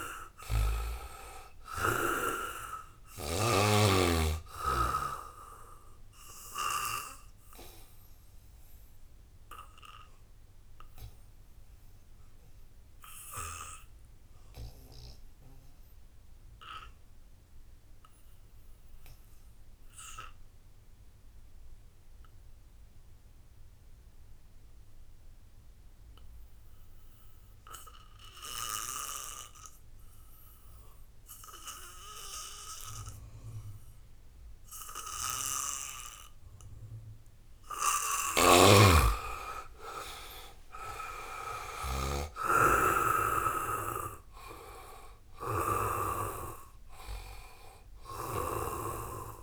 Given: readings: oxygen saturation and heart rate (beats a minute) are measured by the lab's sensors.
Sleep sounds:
breathing in sleep by a room microphone; 1
0.00-3.00 s: snoring (device-marked)
0.00-19.50 s: oxygen desaturation (device-marked, oxygen 73% lowest, heart rate 63 extreme)
7.50-37.50 s: obstructive apnea (oxygen 97% before, 72% lowest, heart rate 70 before, 64 extreme, up 5 after)
26.50-49.43 s: oxygen desaturation (device-marked, oxygen 98% before, 72% lowest, heart rate 79 before, 64 extreme)
38.00-45.50 s: snoring (device-marked)
38.50-41.50 s: arousal
From the record:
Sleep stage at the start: N2 (light sleep); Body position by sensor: on the back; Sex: male

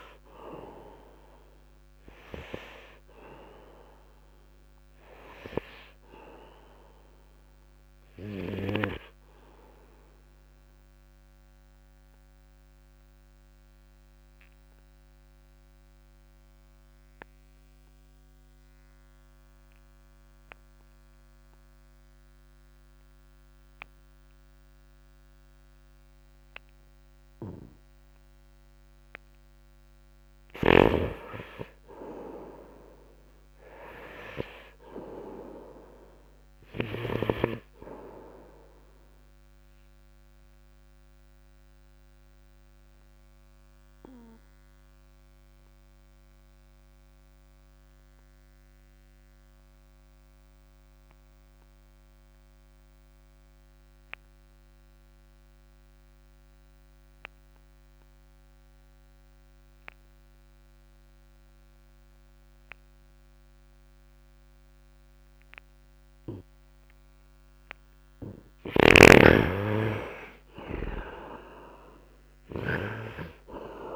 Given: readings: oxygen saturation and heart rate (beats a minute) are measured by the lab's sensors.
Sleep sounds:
breathing in sleep by a microphone on the trachea; 2
4.50-22.50 s: oxygen desaturation (device-marked, oxygen 80% before, 65% lowest, heart rate 58 before, 64 extreme)
12.00-28.00 s: obstructive apnea (oxygen 85% before, 65% lowest, heart rate 67 before, 64 extreme)
30.00-34.00 s: arousal
32.50-56.50 s: oxygen desaturation (device-marked, oxygen 98% before, 75% lowest, heart rate 70 before, 55 extreme)
41.50-68.50 s: obstructive apnea (oxygen 98% before, 75% lowest, heart rate 67 before, 55 extreme, up 5 after)
63.50-73.96 s: oxygen desaturation (device-marked, oxygen 97% before, 75% lowest, heart rate 68 before, 49 extreme)
69.00-73.50 s: arousal
From the record:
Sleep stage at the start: N2 (light sleep); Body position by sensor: upright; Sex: male

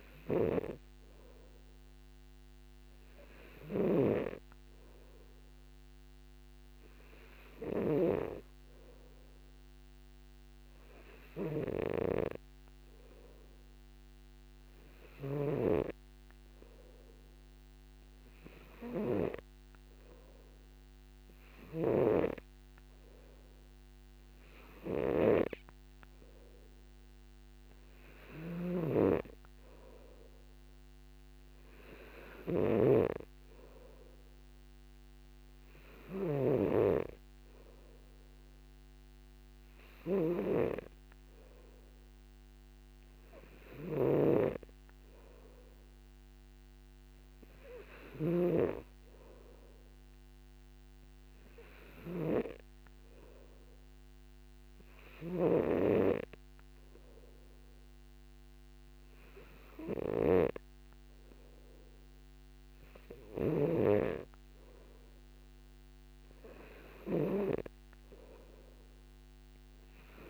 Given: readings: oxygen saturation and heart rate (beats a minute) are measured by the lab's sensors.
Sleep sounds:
breathing in sleep by a microphone on the trachea; none
12.00-16.00 s: snoring (device-marked)
25.50-68.00 s: snoring (device-marked)
From the record:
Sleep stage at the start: N2 (light sleep); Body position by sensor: on the back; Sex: male

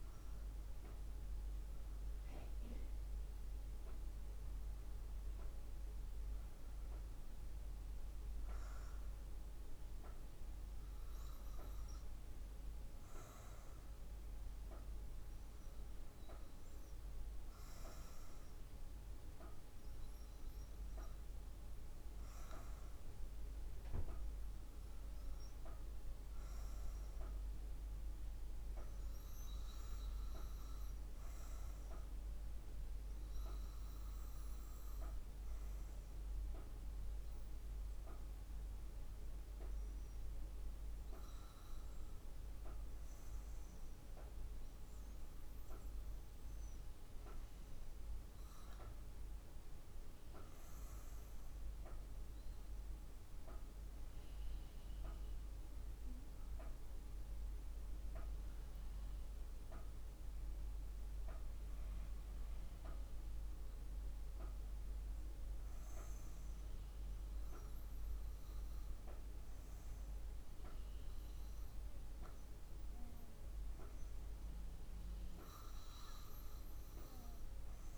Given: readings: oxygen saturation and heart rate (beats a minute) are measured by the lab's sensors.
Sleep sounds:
breathing in sleep, hard to hear, by a room microphone; 1
0.00-2.00 s: arousal
31.50-59.50 s: obstructive apnea (oxygen 97% before, 94% lowest, heart rate 54 before, 56 extreme, up 3 after)
63.00-68.00 s: arousal
From the record:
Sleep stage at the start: REM sleep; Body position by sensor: on the back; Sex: female

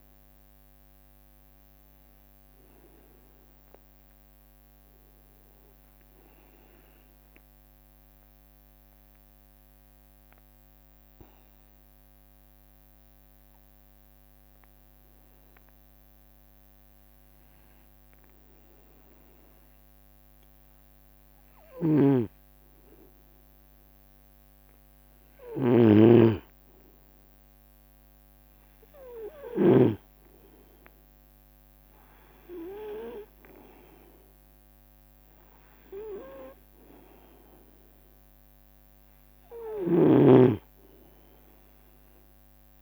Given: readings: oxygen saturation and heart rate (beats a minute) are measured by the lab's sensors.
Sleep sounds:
breathing in sleep by a microphone on the trachea; 1
0.00-5.50 s: oxygen desaturation (device-marked, oxygen 90% lowest, heart rate 67 extreme)
7.00-23.50 s: obstructive apnea (oxygen 97% before, 89% lowest, heart rate 70 before, 68 extreme, up 1 after)
22.00-30.50 s: snoring (device-marked)
24.50-42.82 s: oxygen desaturation (device-marked, oxygen 98% before, 93% lowest, heart rate 71 before, 71 extreme)
25.50-30.50 s: arousal
27.50-37.50 s: leg movement (device-marked)
From the record:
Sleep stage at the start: N2 (light sleep); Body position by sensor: on the right side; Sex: male

